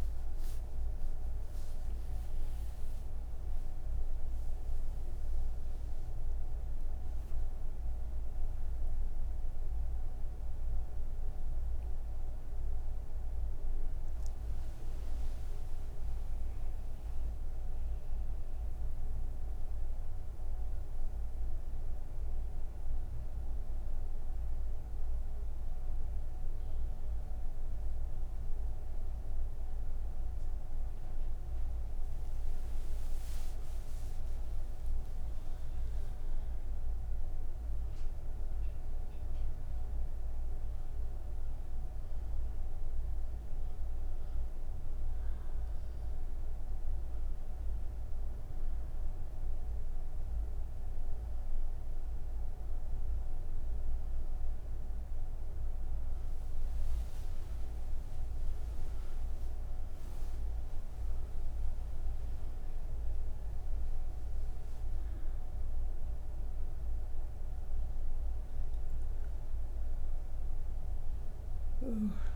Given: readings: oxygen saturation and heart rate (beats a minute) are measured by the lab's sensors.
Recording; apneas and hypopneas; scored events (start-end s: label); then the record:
breathing in sleep, hard to hear, by a room microphone; 1
0.00-15.50 s: oxygen desaturation (device-marked, oxygen 93% lowest)
20.50-31.50 s: mixed apnea (oxygen 97% before, 96% lowest)
From the record:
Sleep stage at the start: N1 (lightest sleep); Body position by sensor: on the right side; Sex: female